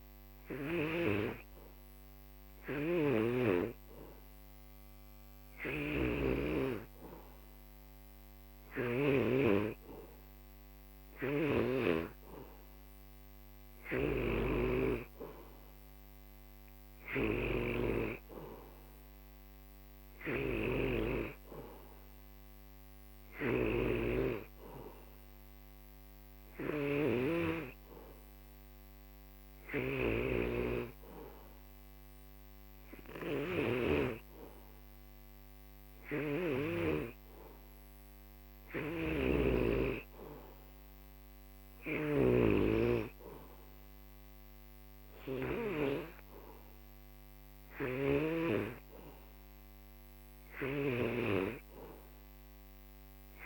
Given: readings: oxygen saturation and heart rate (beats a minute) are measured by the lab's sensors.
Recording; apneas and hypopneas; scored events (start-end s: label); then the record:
breathing in sleep by a microphone on the trachea; none
0.00-1.00 s: snoring (device-marked)
5.50-9.00 s: snoring (device-marked)
13.50-36.50 s: snoring (device-marked)
38.50-45.50 s: snoring (device-marked)
47.50-53.46 s: snoring (device-marked)
From the record:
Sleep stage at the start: N3 (deep sleep); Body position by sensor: on the back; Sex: male